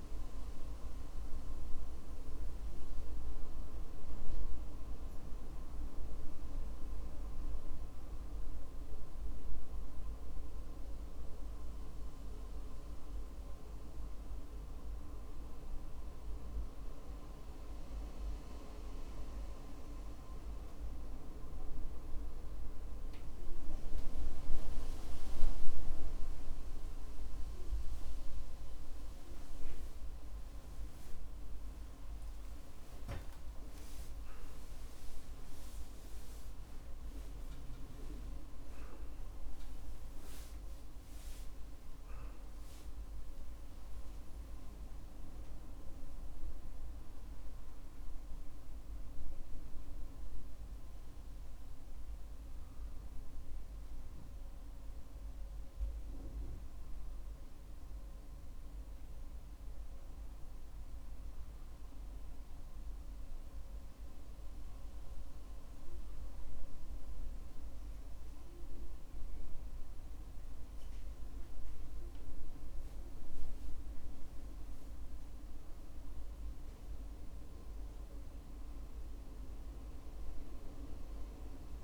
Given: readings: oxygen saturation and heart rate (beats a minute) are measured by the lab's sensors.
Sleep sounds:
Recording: a person awake in a sleep study, by a room microphone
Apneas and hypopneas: none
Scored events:
0.00-1.00 s: arousal
19.50-81.84 s: new sleep stage, awake
From the record:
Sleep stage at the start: N1 (lightest sleep)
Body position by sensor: on the back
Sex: male

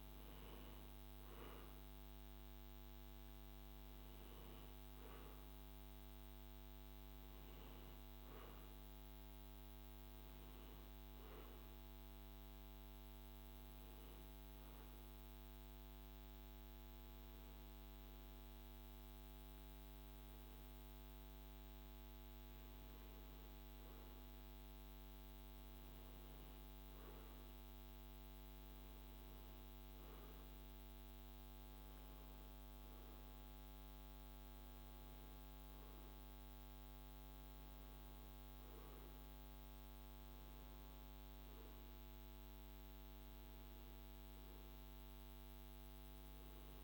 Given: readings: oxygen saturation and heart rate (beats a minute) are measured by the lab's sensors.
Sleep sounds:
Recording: breathing in sleep, hard to hear, by a microphone on the trachea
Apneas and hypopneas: none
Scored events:
none scored
From the record:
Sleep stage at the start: N1 (lightest sleep)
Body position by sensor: on the right side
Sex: male

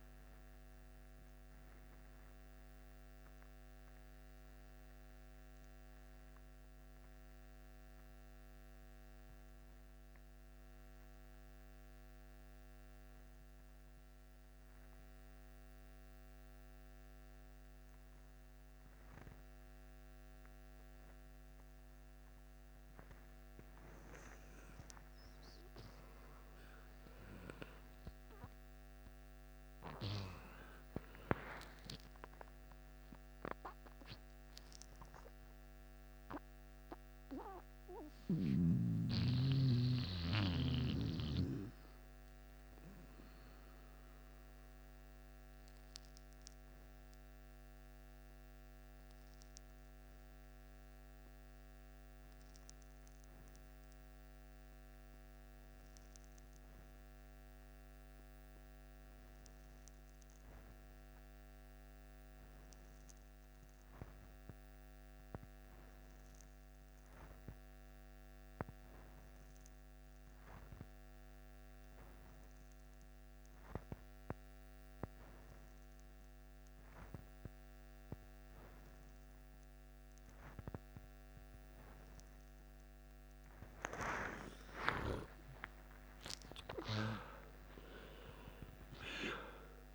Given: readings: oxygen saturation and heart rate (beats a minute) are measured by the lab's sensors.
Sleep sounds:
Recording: breathing in sleep by a microphone on the trachea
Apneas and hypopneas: 2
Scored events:
1.00-23.50 s: mixed apnea (oxygen 97% before, 92% lowest, heart rate 66 before, 52 extreme, up 13 after)
24.50-54.50 s: oxygen desaturation (device-marked, oxygen 98% before, 92% lowest, heart rate 53 before, 53 extreme)
25.00-29.00 s: arousal
35.50-84.00 s: mixed apnea (oxygen 99% before, 89% lowest, heart rate 58 before, 53 extreme, up 14 after)
69.50-89.95 s: oxygen desaturation (device-marked, oxygen 98% before, 89% lowest, heart rate 54 before, 53 extreme)
85.00-89.95 s: arousal
From the record:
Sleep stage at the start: N2 (light sleep)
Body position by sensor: on the back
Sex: male

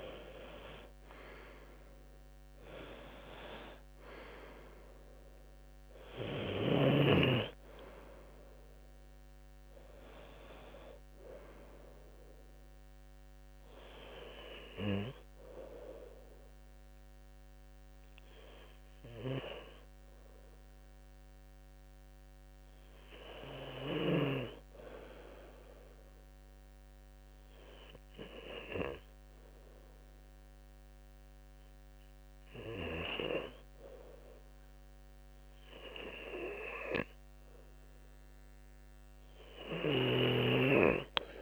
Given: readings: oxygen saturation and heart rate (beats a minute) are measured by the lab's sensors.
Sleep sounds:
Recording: breathing in sleep by a microphone on the trachea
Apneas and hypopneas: 1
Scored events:
0.00-3.00 s: oxygen desaturation (device-marked, oxygen 92% lowest, heart rate 73 extreme)
6.00-10.00 s: arousal
18.50-37.00 s: hypopnea (oxygen 94% before, 92% lowest, heart rate 74 before, 73 extreme, up 2 after)
39.00-41.41 s: snoring (device-marked)
40.00-41.41 s: arousal
From the record:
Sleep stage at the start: N2 (light sleep)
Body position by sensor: on the left side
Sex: male

